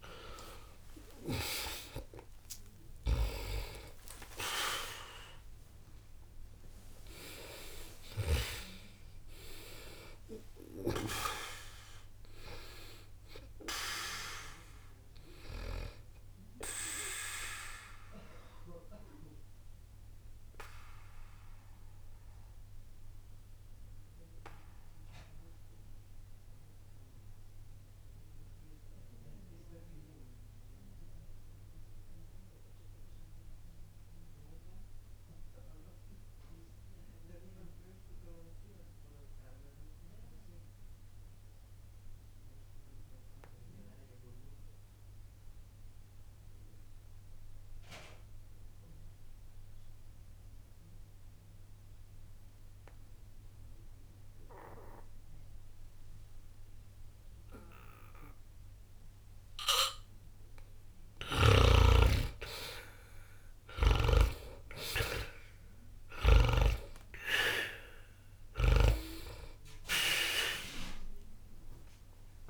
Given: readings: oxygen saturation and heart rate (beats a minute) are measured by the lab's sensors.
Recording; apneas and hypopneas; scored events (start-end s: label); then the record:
breathing in sleep by a room microphone; 1
0.00-1.50 s: snoring (device-marked)
0.00-37.50 s: oxygen desaturation (device-marked, oxygen 75% lowest, heart rate 60 extreme)
18.00-60.50 s: obstructive apnea (oxygen 97% before, 75% lowest, heart rate 98 before, 60 extreme, up 0 after)
55.50-72.50 s: oxygen desaturation (device-marked, oxygen 98% before, 75% lowest, heart rate 60 before, 60 extreme)
62.50-67.00 s: arousal
From the record:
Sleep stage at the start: N2 (light sleep); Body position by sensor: on the back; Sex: male